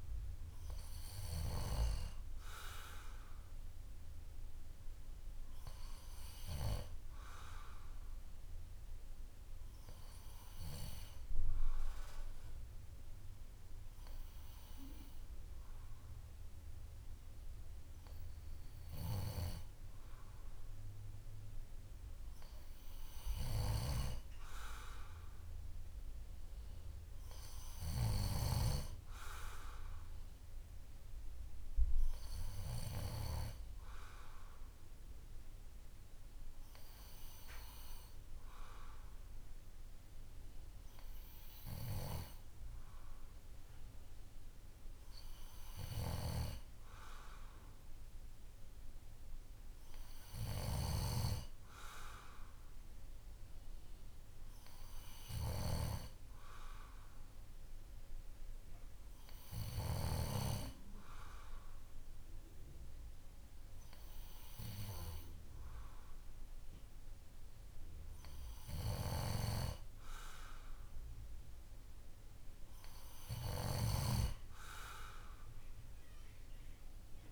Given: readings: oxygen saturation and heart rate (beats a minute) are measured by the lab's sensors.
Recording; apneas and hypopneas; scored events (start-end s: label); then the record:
breathing in sleep by a room microphone; none
none scored
From the record:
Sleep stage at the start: N2 (light sleep); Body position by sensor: on the back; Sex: male